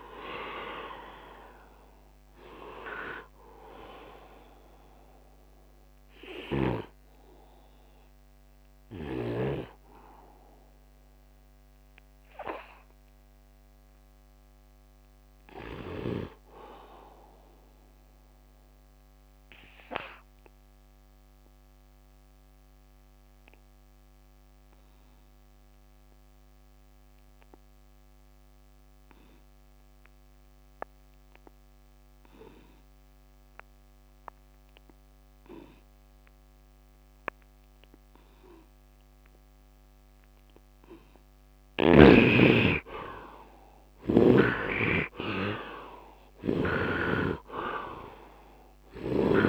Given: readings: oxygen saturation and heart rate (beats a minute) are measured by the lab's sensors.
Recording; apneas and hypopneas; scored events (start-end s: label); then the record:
breathing in sleep by a microphone on the trachea; 1
0.00-24.00 s: oxygen desaturation (device-marked, oxygen 71% lowest, heart rate 67 extreme)
10.50-38.00 s: obstructive apnea (oxygen 95% before, 71% lowest, heart rate 80 before, 72 extreme, up 11 after)
38.00-49.49 s: oxygen desaturation (device-marked, oxygen 99% before, 72% lowest, heart rate 74 before, 72 extreme)
40.50-44.00 s: arousal
From the record:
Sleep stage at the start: N2 (light sleep); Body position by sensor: on the right side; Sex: male